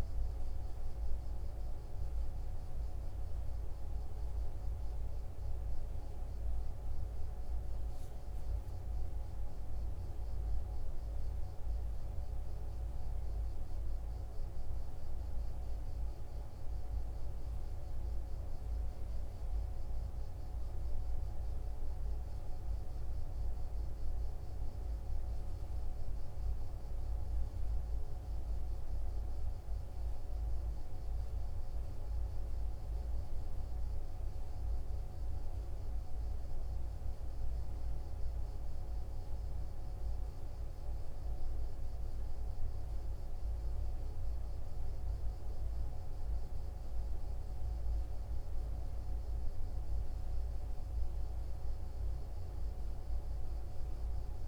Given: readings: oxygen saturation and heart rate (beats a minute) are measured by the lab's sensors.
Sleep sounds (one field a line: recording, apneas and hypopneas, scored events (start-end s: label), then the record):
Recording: a person awake in a sleep study, hard to hear, by a room microphone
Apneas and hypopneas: none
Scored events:
none scored
From the record:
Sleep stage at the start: awake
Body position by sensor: on the right side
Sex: male